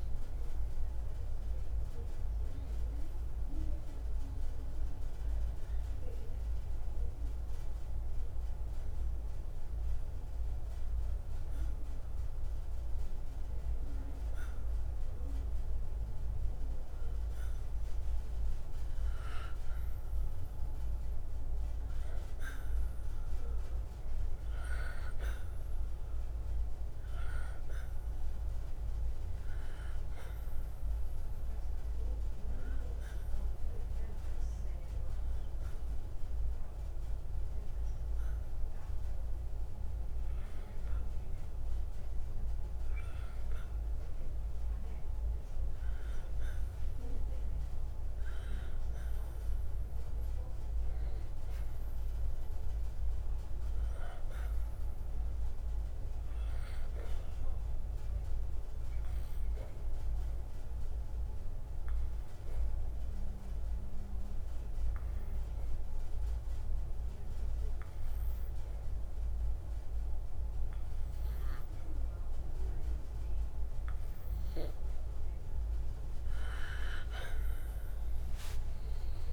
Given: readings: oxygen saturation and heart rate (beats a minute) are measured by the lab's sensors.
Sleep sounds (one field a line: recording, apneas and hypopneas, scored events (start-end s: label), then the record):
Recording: breathing in sleep, hard to hear, by a room microphone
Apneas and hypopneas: 3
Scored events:
6.00-18.00 s: hypopnea (oxygen 96% before, 93% lowest, heart rate 61 before, 57 extreme, up 5 after)
20.50-24.00 s: arousal
32.50-44.00 s: obstructive apnea (oxygen 96% before, 90% lowest, heart rate 59 before, 57 extreme, up 5 after)
46.50-51.00 s: arousal
59.00-75.00 s: obstructive apnea (oxygen 96% before, 90% lowest, heart rate 60 before, 57 extreme, up 7 after)
From the record:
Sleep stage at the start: N2 (light sleep)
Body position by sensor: on the right side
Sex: male